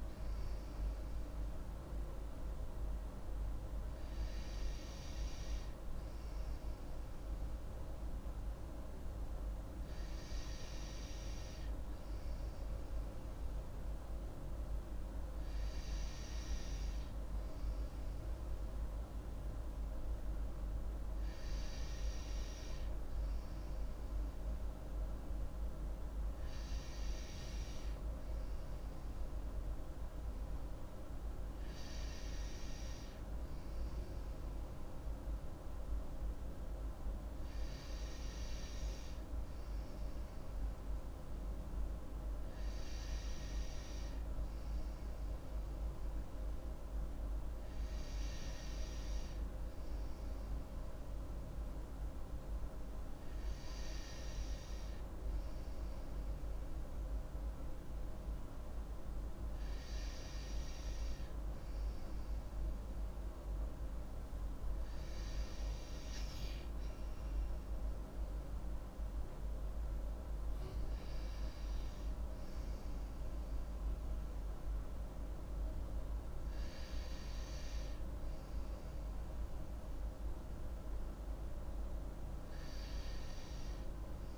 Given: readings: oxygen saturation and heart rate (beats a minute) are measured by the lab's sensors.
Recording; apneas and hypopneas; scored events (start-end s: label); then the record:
breathing in sleep, hard to hear, by a room microphone; none
none scored
From the record:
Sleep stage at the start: N2 (light sleep); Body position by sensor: on the right side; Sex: female